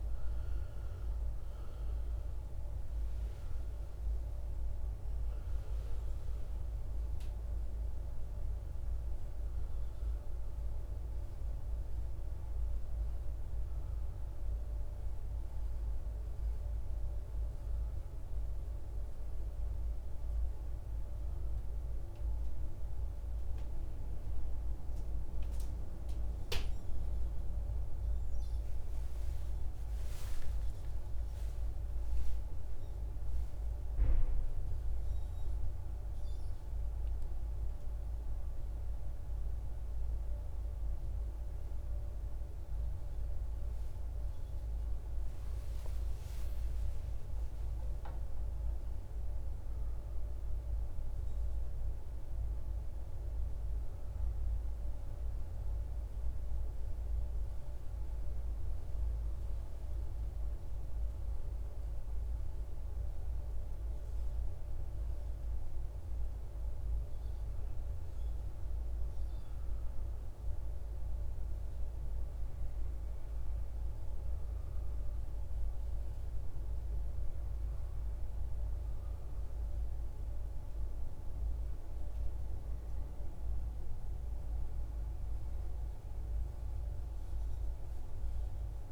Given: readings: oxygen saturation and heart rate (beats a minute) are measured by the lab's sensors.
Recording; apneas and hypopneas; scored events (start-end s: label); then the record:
breathing in sleep, hard to hear, by a room microphone; none
3.00-20.00 s: oxygen desaturation (device-marked, oxygen 97% before, 93% lowest, heart rate 58 before, 52 extreme)
6.00-66.00 s: new sleep stage, N1 (lightest sleep)
29.00-34.50 s: arousal
66.00-88.92 s: new sleep stage, N2 (light sleep)
From the record:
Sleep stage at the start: N2 (light sleep); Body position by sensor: on the right side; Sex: male